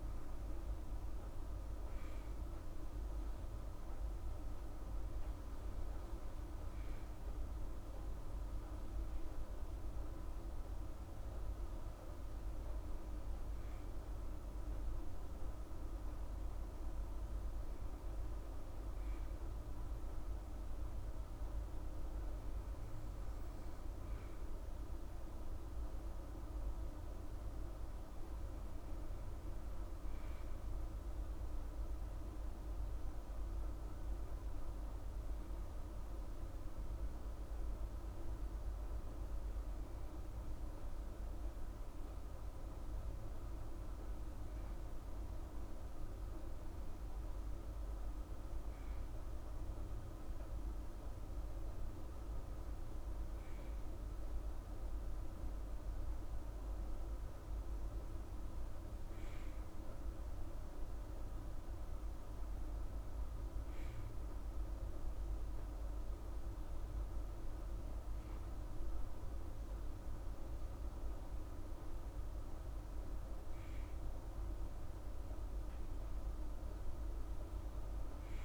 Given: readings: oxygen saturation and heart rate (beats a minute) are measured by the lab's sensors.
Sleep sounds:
breathing in sleep, hard to hear, by a room microphone; none
none scored
From the record:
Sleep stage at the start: N2 (light sleep); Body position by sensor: on the right side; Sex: female

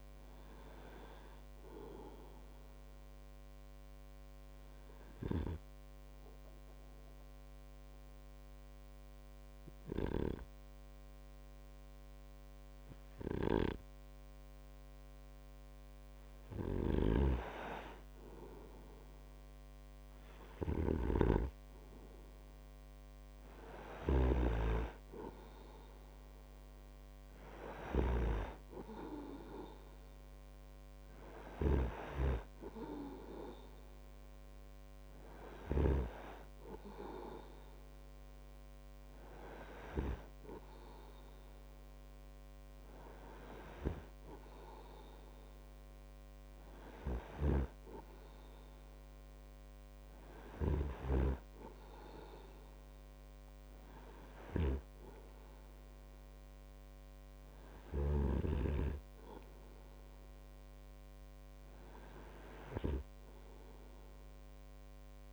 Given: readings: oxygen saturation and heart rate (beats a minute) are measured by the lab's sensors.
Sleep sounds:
breathing in sleep by a microphone on the trachea; 1
3.50-16.00 s: obstructive apnea (oxygen 97% before, 96% lowest)
17.00-28.50 s: snoring (device-marked)
18.00-22.00 s: arousal
47.50-51.50 s: snoring (device-marked)
From the record:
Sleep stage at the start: N2 (light sleep); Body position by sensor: on the right side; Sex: male

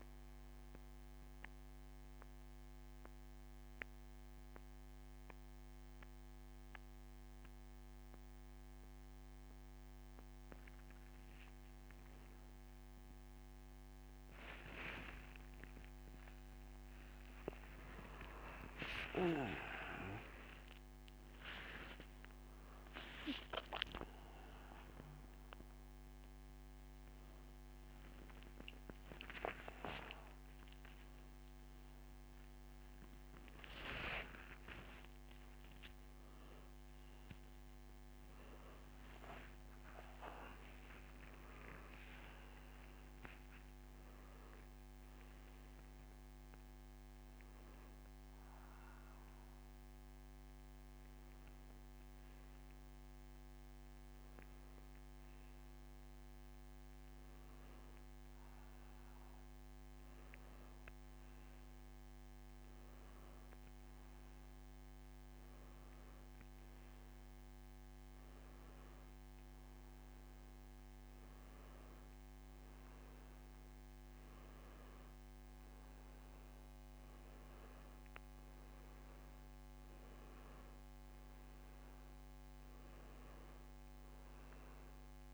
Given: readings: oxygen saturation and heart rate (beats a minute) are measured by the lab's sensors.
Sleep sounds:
a person awake in a sleep study, by a microphone on the trachea; none
22.50-38.50 s: oxygen desaturation (device-marked, oxygen 99% before, 94% lowest, heart rate 124 before, 86 extreme)
54.50-85.34 s: new sleep stage, N1 (lightest sleep)
From the record:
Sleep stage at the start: awake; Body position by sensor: on the back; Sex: male

